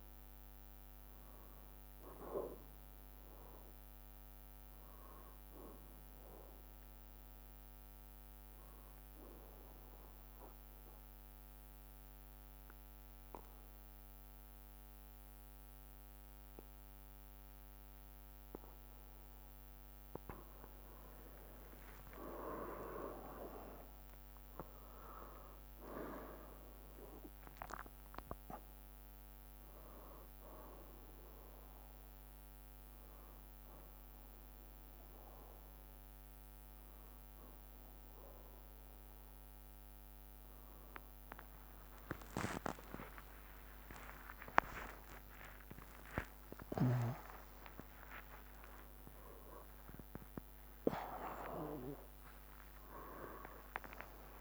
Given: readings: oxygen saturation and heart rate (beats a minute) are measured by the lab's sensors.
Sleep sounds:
a person partly awake in a sleep study, by a microphone on the trachea; 1
9.00-20.00 s: bradycardia (device-marked, heart rate 67 before, 57 extreme)
10.00-21.00 s: obstructive apnea (oxygen 97% before, 93% lowest, heart rate 61 before, 57 extreme, up 5 after)
18.00-28.00 s: drop in pulse transit time (device-marked, heart rate 60 before, 57 extreme)
30.00-54.41 s: new sleep stage, awake
40.00-47.00 s: tachycardia (device-marked, heart rate 65 before, 137 extreme)
43.00-45.00 s: long interval between heartbeats (device-marked, heart rate 63 before, 101 extreme)
45.50-47.50 s: long interval between heartbeats (device-marked, heart rate 68 before, 135 extreme)
52.50-54.41 s: long interval between heartbeats (device-marked, heart rate 89 before, 81 extreme)
From the record:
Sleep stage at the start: N1 (lightest sleep); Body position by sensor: on the back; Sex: male

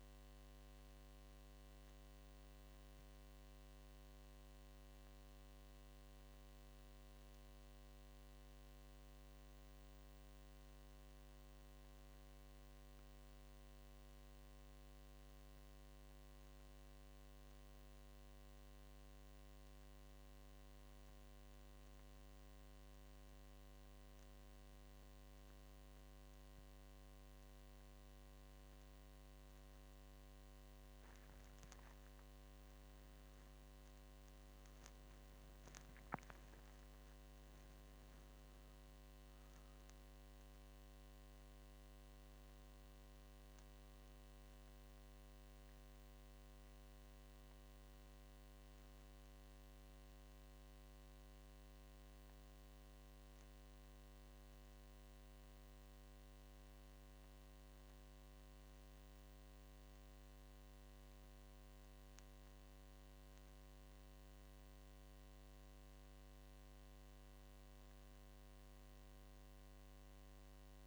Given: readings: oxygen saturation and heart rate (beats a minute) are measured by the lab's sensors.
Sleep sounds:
breathing in sleep, hard to hear, by a microphone on the trachea; none
34.50-38.00 s: arousal
From the record:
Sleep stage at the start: N1 (lightest sleep); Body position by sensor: on the left side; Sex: male

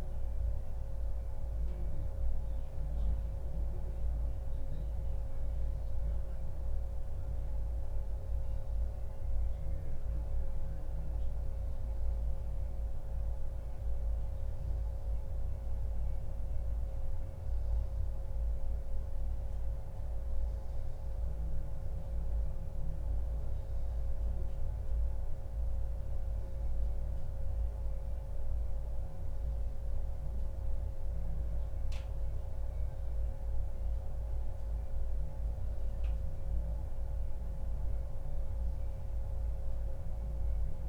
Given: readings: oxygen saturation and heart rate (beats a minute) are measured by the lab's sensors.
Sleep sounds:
breathing in sleep, hard to hear, by a room microphone; none
none scored
From the record:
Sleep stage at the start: N1 (lightest sleep); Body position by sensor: on the back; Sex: male

